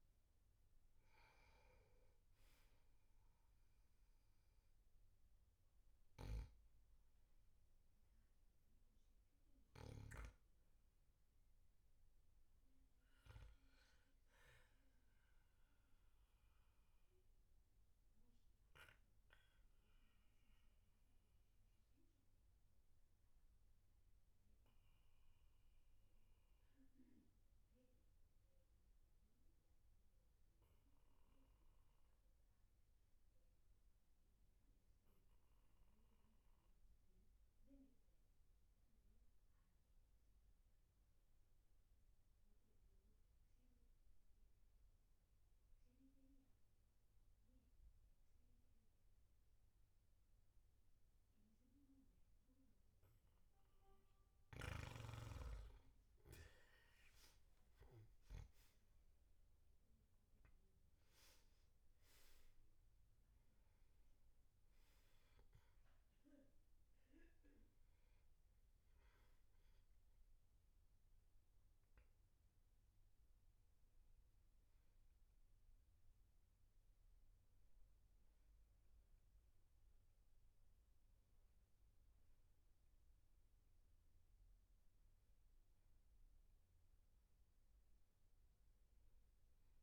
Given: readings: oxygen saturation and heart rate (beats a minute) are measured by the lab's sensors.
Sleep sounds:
breathing in sleep, hard to hear, by a room microphone; 1
6.50-10.50 s: snoring (device-marked)
16.00-53.50 s: obstructive apnea (oxygen 100% before, 89% lowest, heart rate 49 before, 40 extreme, up 8 after)
53.00-83.00 s: new sleep stage, N1 (lightest sleep)
55.00-89.83 s: oxygen desaturation (device-marked, oxygen 99% before, 89% lowest, heart rate 49 before, 44 extreme)
58.00-62.00 s: arousal
83.00-89.83 s: new sleep stage, N2 (light sleep)
From the record:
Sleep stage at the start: N2 (light sleep); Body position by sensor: on the back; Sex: male

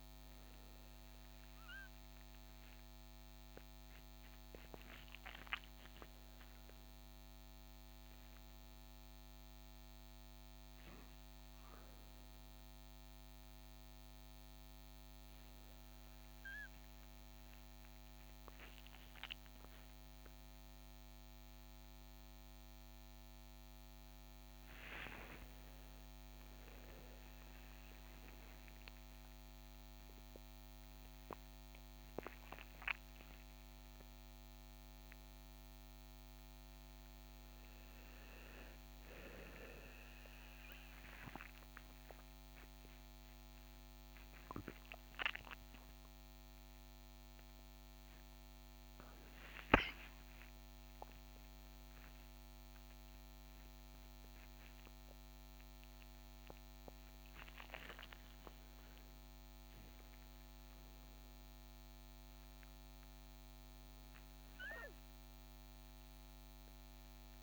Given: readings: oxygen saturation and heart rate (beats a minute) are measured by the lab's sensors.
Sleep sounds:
a person awake in a sleep study, by a microphone on the trachea; none
none scored
From the record:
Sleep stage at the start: awake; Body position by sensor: on the back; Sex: male

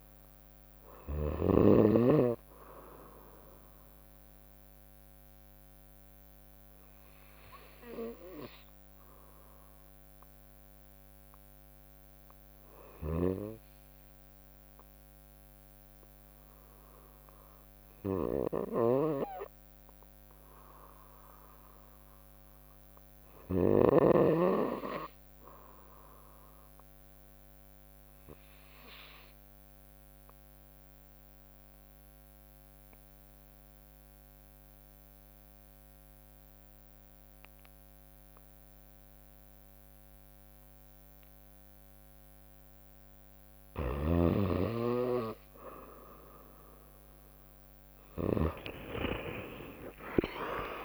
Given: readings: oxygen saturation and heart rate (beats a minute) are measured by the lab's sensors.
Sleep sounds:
breathing in sleep by a microphone on the trachea; 1
0.00-1.00 s: snoring (device-marked)
0.00-1.50 s: oxygen desaturation (device-marked, oxygen 89% lowest, heart rate 57 extreme)
0.00-2.50 s: drop in pulse transit time (device-marked, heart rate 63 extreme)
3.50-43.00 s: obstructive apnea (oxygen 96% before, 86% lowest, heart rate 70 before, 57 extreme, up 21 after)
7.50-13.50 s: bradycardia (device-marked, heart rate 64 before, 57 extreme)
12.50-23.50 s: snoring (device-marked)
27.50-30.50 s: bradycardia (device-marked, heart rate 64 before, 60 extreme)
40.50-50.85 s: oxygen desaturation (device-marked, oxygen 97% before, 86% lowest, heart rate 61 before, 60 extreme)
43.00-48.00 s: snoring (device-marked)
49.00-50.85 s: arousal
From the record:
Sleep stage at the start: REM sleep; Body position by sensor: on the right side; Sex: female

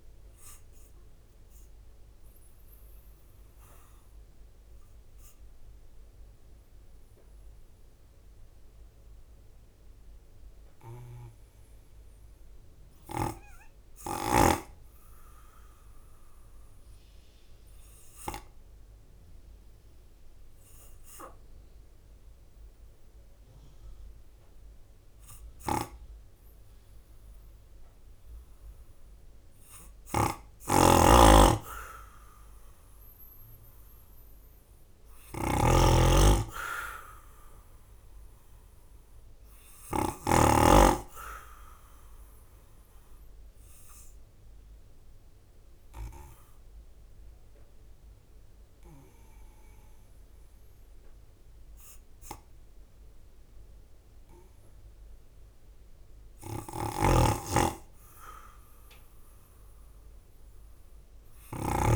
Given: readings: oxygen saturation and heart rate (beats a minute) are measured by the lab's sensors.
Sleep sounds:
breathing in sleep by a room microphone; 2
0.00-9.00 s: drop in pulse transit time (device-marked, heart rate 49 extreme)
0.00-16.00 s: oxygen desaturation (device-marked, oxygen 92% lowest, heart rate 48 extreme)
14.50-29.00 s: obstructive apnea (oxygen 97% before, 89% lowest, heart rate 52 before, 48 extreme, up 5 after)
23.00-40.00 s: oxygen desaturation (device-marked, oxygen 96% before, 92% lowest, heart rate 51 before, 49 extreme)
30.00-40.00 s: snoring (device-marked)
31.50-35.00 s: arousal
36.00-50.00 s: drop in pulse transit time (device-marked, heart rate 51 before, 49 extreme)
42.50-55.50 s: obstructive apnea (oxygen 96% before, 89% lowest, heart rate 51 before, 48 extreme, up 5 after)
56.50-61.96 s: snoring (device-marked)
58.00-61.96 s: arousal
From the record:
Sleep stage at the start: N2 (light sleep); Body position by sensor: on the right side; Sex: male

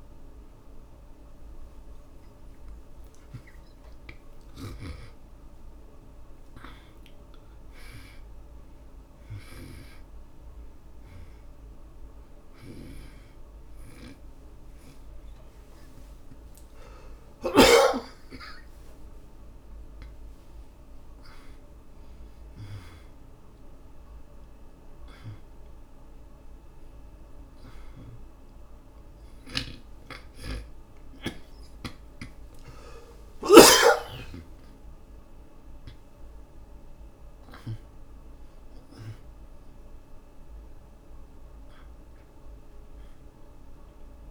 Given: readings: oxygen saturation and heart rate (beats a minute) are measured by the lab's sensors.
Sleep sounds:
breathing in sleep by a room microphone; none
0.00-1.00 s: oxygen desaturation (device-marked, oxygen 84% lowest, heart rate 52 extreme)
9.50-18.00 s: snoring (device-marked)
13.00-38.00 s: oxygen desaturation (device-marked, oxygen 94% before, 86% lowest)
15.50-21.00 s: arousal
29.50-34.00 s: snoring (device-marked)
40.00-44.31 s: arousal
From the record:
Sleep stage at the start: N2 (light sleep); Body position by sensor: on the back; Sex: male

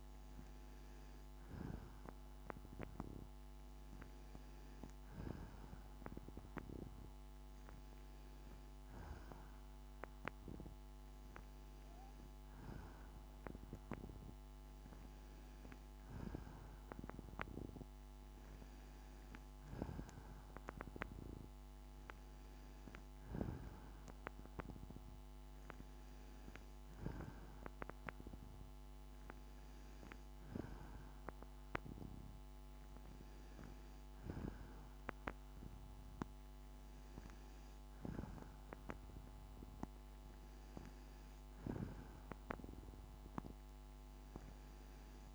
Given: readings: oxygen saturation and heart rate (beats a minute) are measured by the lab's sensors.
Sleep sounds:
breathing in sleep by a microphone on the trachea; none
none scored
From the record:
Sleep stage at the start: N2 (light sleep); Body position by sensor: on the back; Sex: female

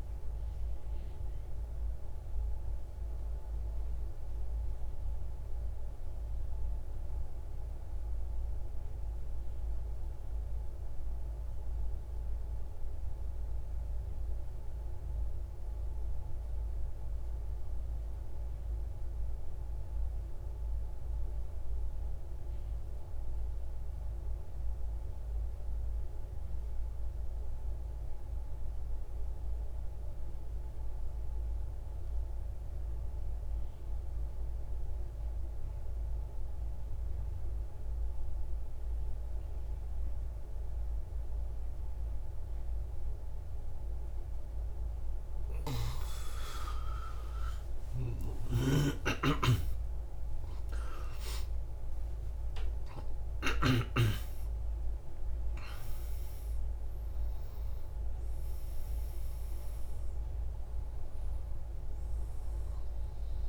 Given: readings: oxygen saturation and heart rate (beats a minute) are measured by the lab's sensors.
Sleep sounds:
breathing in sleep by a room microphone; 1
0.00-15.50 s: oxygen desaturation (device-marked, oxygen 90% lowest, heart rate 43 extreme)
3.50-44.00 s: mixed apnea (oxygen 97% before, 85% lowest, heart rate 162 before, 43 extreme, up 59 after)
31.50-63.49 s: oxygen desaturation (device-marked, oxygen 97% before, 85% lowest, heart rate 72 before, 66 extreme)
45.50-50.00 s: arousal
From the record:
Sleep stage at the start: N2 (light sleep); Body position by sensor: on the right side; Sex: male

